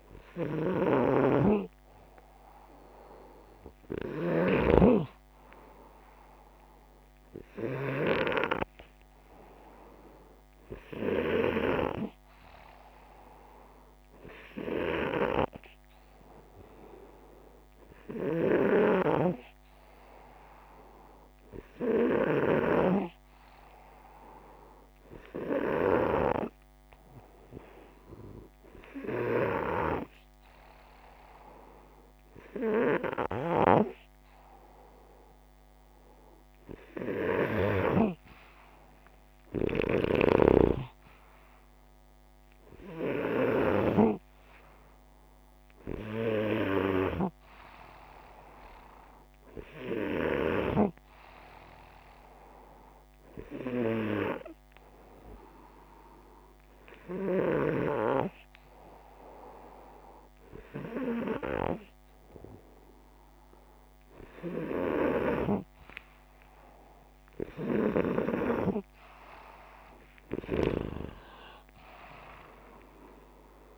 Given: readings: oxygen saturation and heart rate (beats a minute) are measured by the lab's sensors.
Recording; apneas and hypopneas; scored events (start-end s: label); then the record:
breathing in sleep by a microphone on the trachea; none
66.50-70.50 s: arousal
From the record:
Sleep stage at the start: N2 (light sleep); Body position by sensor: upright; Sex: male